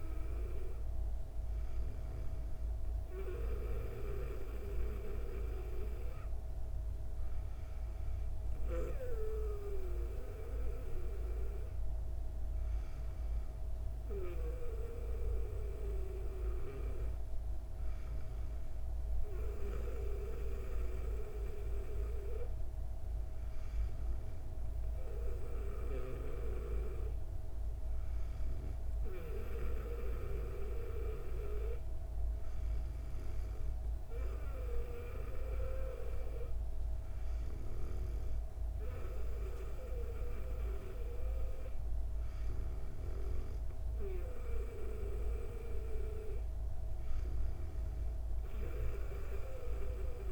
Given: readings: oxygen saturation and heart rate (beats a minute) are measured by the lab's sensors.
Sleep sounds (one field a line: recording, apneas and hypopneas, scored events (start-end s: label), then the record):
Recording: breathing in sleep by a room microphone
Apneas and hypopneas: none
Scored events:
none scored
From the record:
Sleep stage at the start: N2 (light sleep)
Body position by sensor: on the back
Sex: female